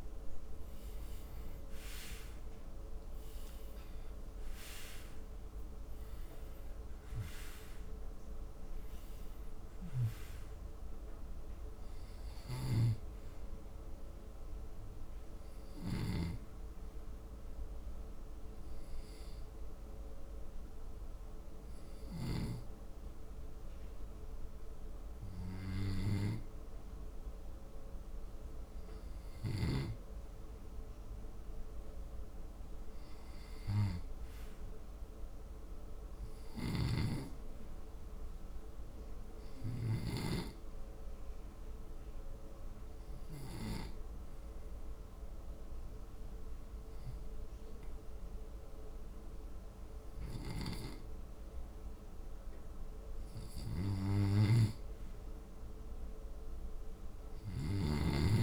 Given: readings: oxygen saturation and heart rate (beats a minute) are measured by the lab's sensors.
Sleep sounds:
breathing in sleep by a room microphone; 2
0.00-1.00 s: arousal
0.00-26.00 s: oxygen desaturation (device-marked, oxygen 89% lowest, heart rate 69 extreme)
12.00-27.00 s: hypopnea (oxygen 99% before, 90% lowest, heart rate 73 before, 68 extreme, up 1 after)
29.50-33.00 s: arousal
43.00-54.00 s: obstructive apnea (oxygen 98% before, 81% lowest, heart rate 73 before, 68 extreme, up 2 after)
From the record:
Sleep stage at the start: N2 (light sleep); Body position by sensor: on the back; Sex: male

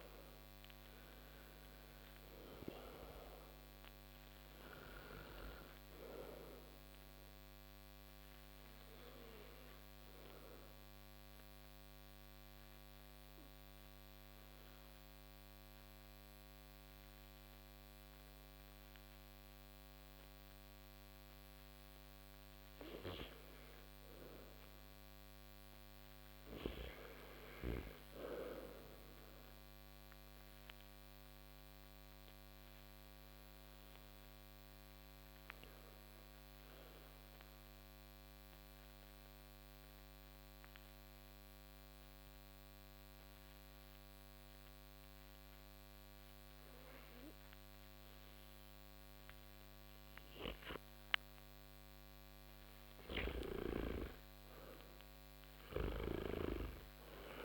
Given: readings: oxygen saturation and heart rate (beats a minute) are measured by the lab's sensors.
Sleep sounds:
breathing in sleep by a microphone on the trachea; 2
0.00-9.50 s: oxygen desaturation (device-marked, oxygen 85% lowest)
7.00-21.50 s: obstructive apnea (oxygen 97% before, 85% lowest)
14.50-22.50 s: oxygen desaturation (device-marked, oxygen 89% before, 85% lowest)
23.50-26.50 s: arousal
31.50-51.50 s: obstructive apnea (oxygen 98% before, 86% lowest)
37.50-51.50 s: oxygen desaturation (device-marked, oxygen 98% before, 92% lowest)
54.00-57.45 s: arousal
From the record:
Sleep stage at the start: N2 (light sleep); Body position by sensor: on the back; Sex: male

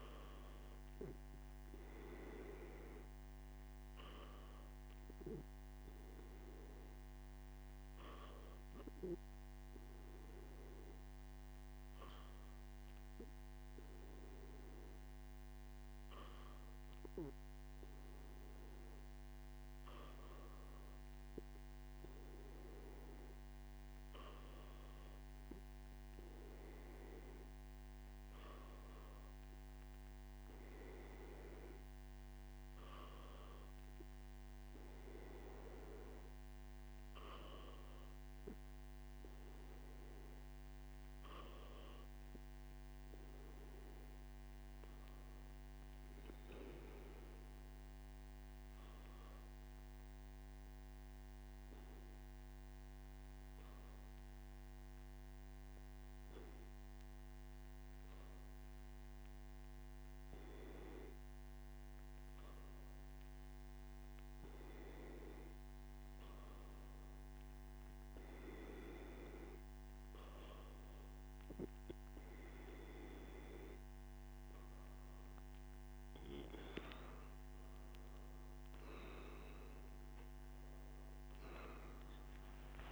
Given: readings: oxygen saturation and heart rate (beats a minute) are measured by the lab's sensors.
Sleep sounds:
breathing in sleep by a microphone on the trachea; none
none scored
From the record:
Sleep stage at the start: N2 (light sleep); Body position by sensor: on the back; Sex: male

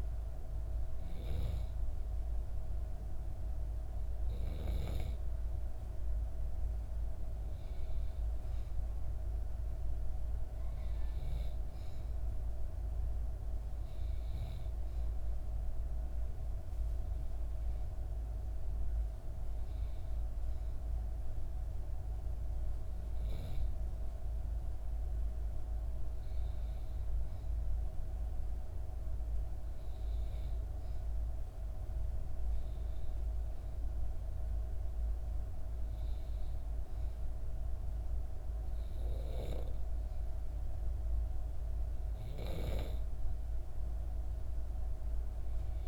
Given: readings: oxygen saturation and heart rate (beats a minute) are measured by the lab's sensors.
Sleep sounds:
breathing in sleep, hard to hear, by a room microphone; none
none scored
From the record:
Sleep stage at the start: N2 (light sleep); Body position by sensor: on the back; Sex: female

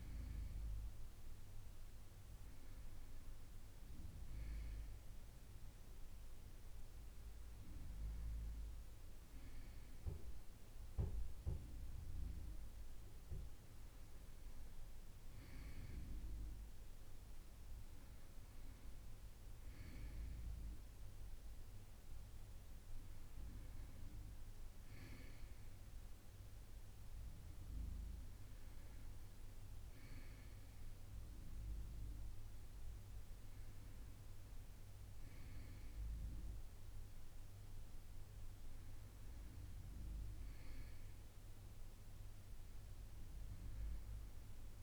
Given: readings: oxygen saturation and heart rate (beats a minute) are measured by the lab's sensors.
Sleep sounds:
a person awake in a sleep study, hard to hear, by a room microphone; none
none scored
From the record:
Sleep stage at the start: awake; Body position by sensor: on the right side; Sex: male

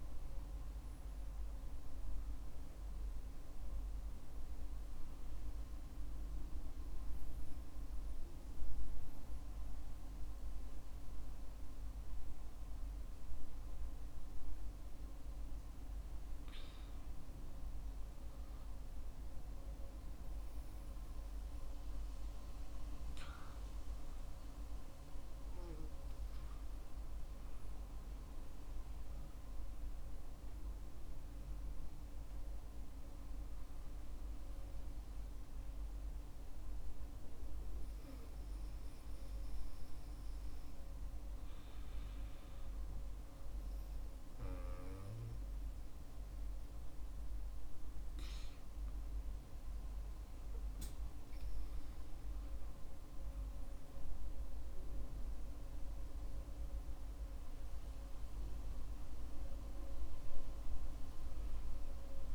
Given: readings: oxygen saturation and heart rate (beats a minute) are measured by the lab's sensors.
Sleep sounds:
breathing in sleep, hard to hear, by a room microphone; 2
8.50-27.00 s: hypopnea (oxygen 94% before, 93% lowest, heart rate 58 before, 50 extreme, up 15 after)
28.50-32.00 s: arousal
39.50-52.00 s: obstructive apnea (oxygen 95% before, 92% lowest, heart rate 61 before, 50 extreme, up 20 after)
56.00-60.00 s: arousal
From the record:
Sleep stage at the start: N2 (light sleep); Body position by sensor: on the back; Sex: male

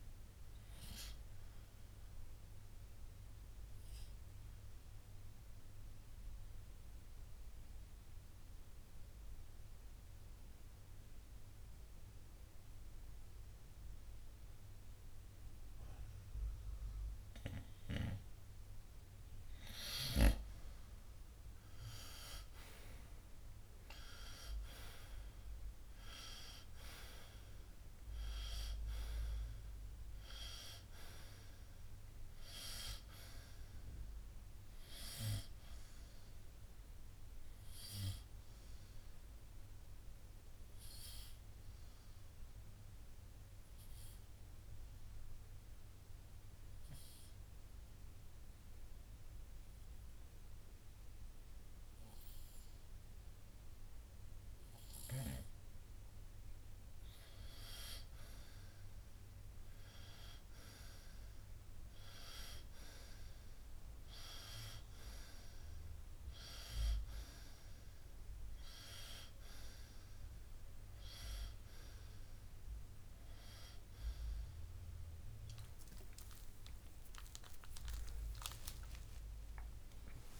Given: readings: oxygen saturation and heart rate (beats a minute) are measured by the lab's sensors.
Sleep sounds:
breathing in sleep by a room microphone; 2
0.00-10.00 s: oxygen desaturation (device-marked, oxygen 89% lowest, heart rate 61 extreme)
1.00-18.00 s: obstructive apnea (oxygen 92% before, 90% lowest, heart rate 70 before, 61 extreme, up 9 after)
22.50-25.50 s: arousal
38.50-55.00 s: obstructive apnea (oxygen 96% before, 90% lowest, heart rate 69 before, 60 extreme, up 7 after)
43.00-53.00 s: oxygen desaturation (device-marked, oxygen 95% before, 90% lowest, heart rate 68 before, 61 extreme)
58.50-62.00 s: arousal
76.50-79.00 s: arousal
From the record:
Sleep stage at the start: N2 (light sleep); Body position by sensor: on the front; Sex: male

